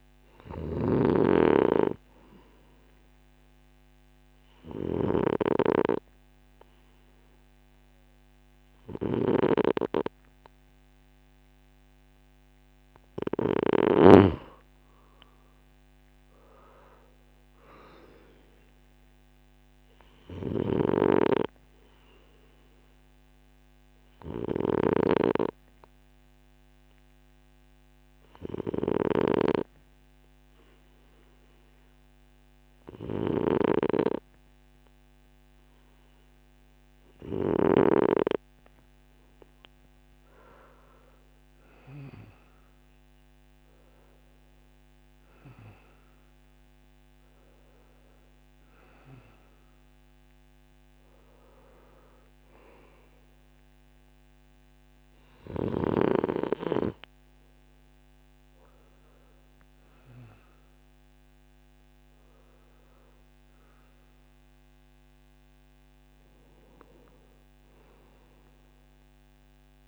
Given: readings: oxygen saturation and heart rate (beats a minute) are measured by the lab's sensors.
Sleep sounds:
breathing in sleep by a microphone on the trachea; 2
0.00-5.00 s: snoring (device-marked)
3.50-13.50 s: obstructive apnea (oxygen 96% before, 92% lowest)
16.00-19.50 s: arousal
20.00-24.50 s: snoring (device-marked)
22.50-39.50 s: obstructive apnea (oxygen 95% before, 92% lowest)
42.00-47.00 s: arousal
From the record:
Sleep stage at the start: N2 (light sleep); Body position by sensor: on the right side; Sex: male

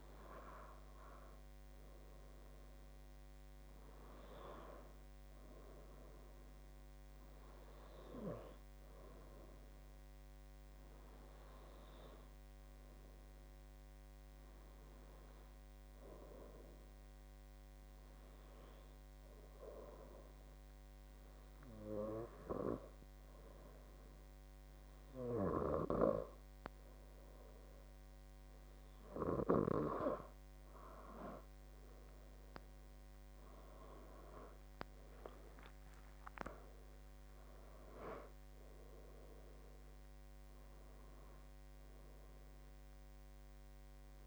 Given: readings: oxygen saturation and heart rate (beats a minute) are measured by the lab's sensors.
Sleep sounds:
breathing in sleep by a microphone on the trachea; 1
9.00-28.50 s: obstructive apnea (oxygen 96% before, 91% lowest, heart rate 74 before, 68 extreme, up 11 after)
35.00-38.50 s: arousal
From the record:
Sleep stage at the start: N2 (light sleep); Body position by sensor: on the left side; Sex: male

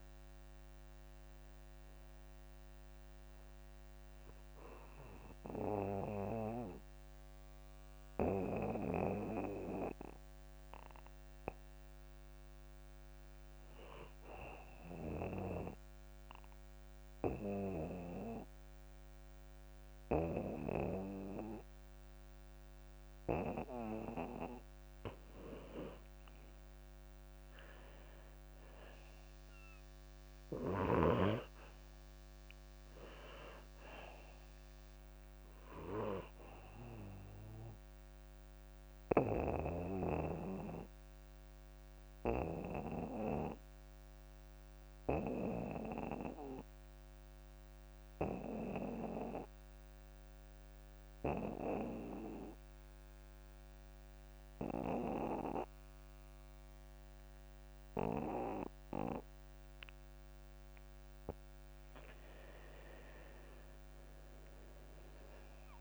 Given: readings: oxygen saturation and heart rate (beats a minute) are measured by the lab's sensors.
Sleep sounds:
breathing in sleep by a microphone on the trachea; 2
0.00-23.00 s: oxygen desaturation (device-marked, oxygen 84% lowest)
4.00-24.50 s: hypopnea (oxygen 97% before, 82% lowest)
26.50-30.00 s: arousal
31.00-55.00 s: oxygen desaturation (device-marked, oxygen 97% before, 86% lowest)
38.50-61.00 s: obstructive apnea (oxygen 97% before, 80% lowest)
63.00-65.81 s: oxygen desaturation (device-marked, oxygen 94% before, 80% lowest)
From the record:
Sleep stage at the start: N2 (light sleep); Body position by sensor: on the back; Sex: male

